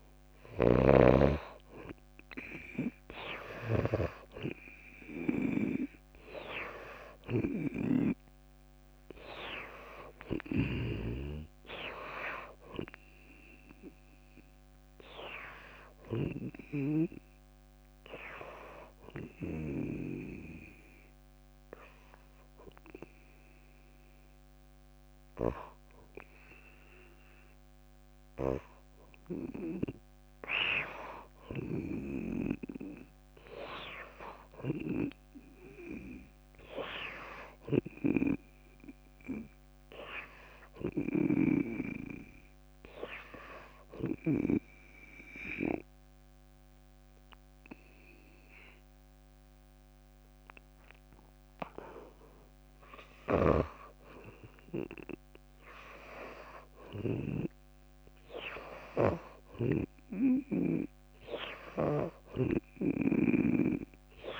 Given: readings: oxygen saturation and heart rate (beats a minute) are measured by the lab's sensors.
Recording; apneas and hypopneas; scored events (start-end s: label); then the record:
breathing in sleep by a microphone on the trachea; 2
0.50-22.50 s: oxygen desaturation (device-marked, oxygen 97% before, 87% lowest, heart rate 62 before, 56 extreme)
7.50-11.50 s: arousal
17.50-28.50 s: hypopnea (oxygen 97% before, 90% lowest, heart rate 66 before, 56 extreme, up 8 after)
30.50-33.50 s: arousal
36.50-45.50 s: oxygen desaturation (device-marked, oxygen 98% before, 93% lowest, heart rate 63 before, 61 extreme)
42.50-53.50 s: obstructive apnea (oxygen 98% before, 86% lowest, heart rate 62 before, 61 extreme, up 0 after)
56.50-60.50 s: arousal
62.50-64.40 s: oxygen desaturation (device-marked, oxygen 96% before, 92% lowest, heart rate 65 before, 64 extreme)
62.50-64.40 s: snoring (device-marked)
From the record:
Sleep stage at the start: N2 (light sleep); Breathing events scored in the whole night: 383 in 4.4 hours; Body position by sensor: on the back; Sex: female